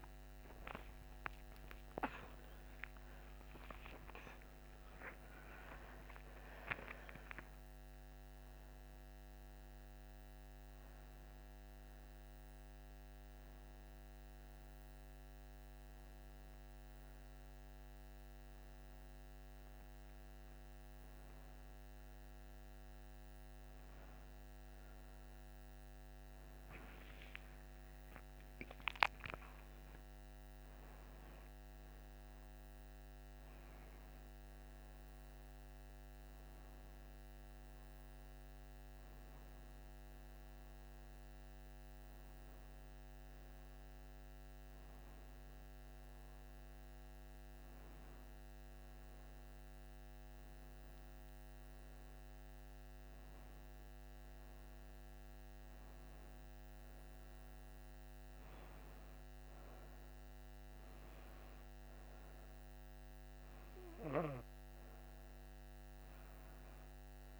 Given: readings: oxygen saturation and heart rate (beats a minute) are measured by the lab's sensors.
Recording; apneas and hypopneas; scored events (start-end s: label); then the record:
a person awake in a sleep study, by a microphone on the trachea; none
32.50-49.50 s: oxygen desaturation (device-marked, oxygen 99% before, 93% lowest, heart rate 59 before, 64 extreme)
55.50-67.40 s: new sleep stage, N1 (lightest sleep)
From the record:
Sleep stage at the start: awake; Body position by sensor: on the back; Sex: female